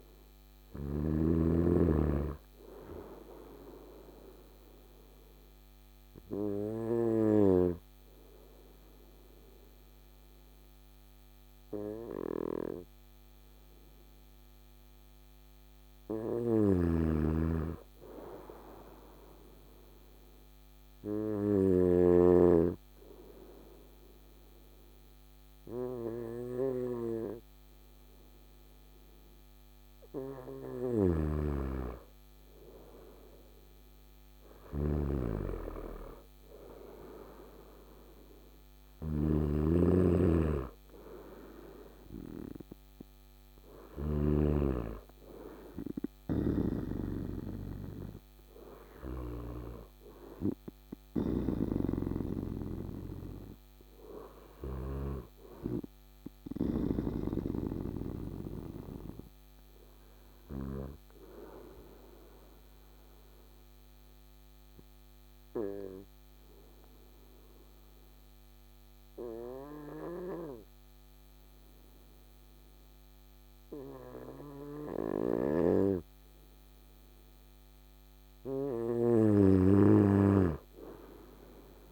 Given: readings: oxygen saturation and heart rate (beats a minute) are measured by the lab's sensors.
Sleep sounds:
breathing in sleep by a microphone on the trachea; 3
0.00-7.00 s: snoring (device-marked)
3.50-14.00 s: obstructive apnea (oxygen 98% before, 95% lowest, heart rate 60 before, 54 extreme, up 1 after)
15.50-18.00 s: arousal
16.00-21.50 s: snoring (device-marked)
19.50-30.50 s: obstructive apnea (oxygen 99% before, 96% lowest, heart rate 56 before, 54 extreme, up 7 after)
32.00-35.50 s: arousal
38.50-44.00 s: snoring (device-marked)
60.50-77.50 s: obstructive apnea (oxygen 98% before, 96% lowest, heart rate 61 before, 55 extreme, up 5 after)
77.50-81.92 s: new sleep stage, awake
78.50-81.92 s: snoring (device-marked)
From the record:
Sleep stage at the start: N2 (light sleep); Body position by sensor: on the right side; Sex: male

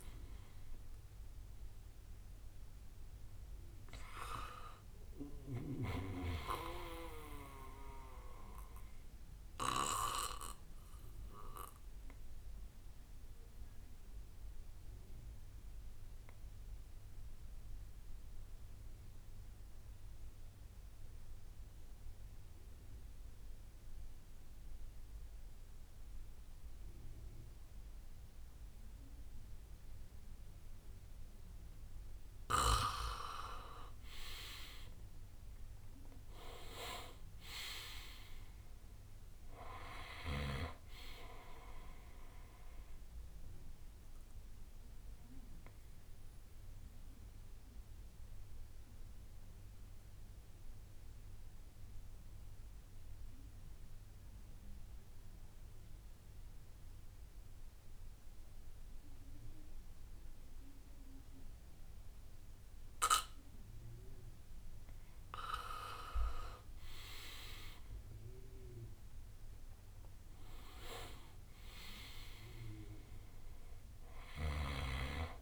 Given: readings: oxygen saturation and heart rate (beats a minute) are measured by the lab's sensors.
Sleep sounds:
breathing in sleep by a room microphone; 2
0.00-11.00 s: drop in pulse transit time (device-marked, heart rate 60 extreme)
0.00-17.00 s: oxygen desaturation (device-marked, oxygen 87% lowest, heart rate 59 extreme)
8.00-10.00 s: bradycardia (device-marked, heart rate 71 before, 63 extreme)
10.50-32.00 s: obstructive apnea (oxygen 97% before, 87% lowest, heart rate 70 before, 59 extreme, up 13 after)
18.00-20.00 s: bradycardia (device-marked, heart rate 70 before, 61 extreme)
33.00-45.00 s: drop in pulse transit time (device-marked, heart rate 62 before, 65 extreme)
33.00-54.00 s: oxygen desaturation (device-marked, oxygen 99% before, 90% lowest, heart rate 62 before, 60 extreme)
34.00-38.00 s: arousal
45.50-65.00 s: obstructive apnea (oxygen 99% before, 89% lowest, heart rate 68 before, 61 extreme, up 10 after)
65.00-75.42 s: oxygen desaturation (device-marked, oxygen 98% before, 89% lowest, heart rate 62 before, 60 extreme)
66.00-75.42 s: drop in pulse transit time (device-marked, heart rate 62 before, 65 extreme)
67.50-71.50 s: arousal
From the record:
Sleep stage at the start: N2 (light sleep); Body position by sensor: on the back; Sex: male

